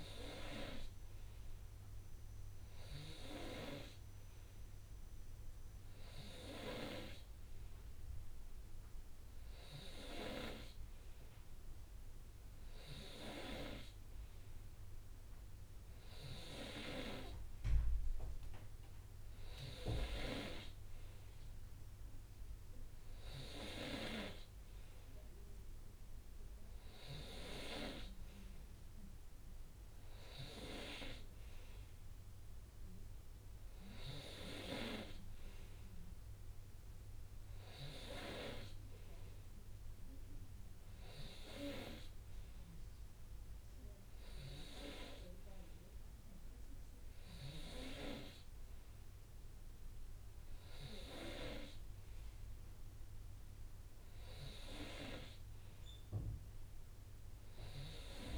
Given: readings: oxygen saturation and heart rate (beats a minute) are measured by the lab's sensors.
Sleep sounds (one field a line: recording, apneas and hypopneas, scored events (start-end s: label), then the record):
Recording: breathing in sleep by a room microphone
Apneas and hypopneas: none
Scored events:
22.50-24.50 s: long interval between heartbeats (device-marked, heart rate 61 before, 70 extreme)
From the record:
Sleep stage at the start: N3 (deep sleep)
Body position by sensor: on the right side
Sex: male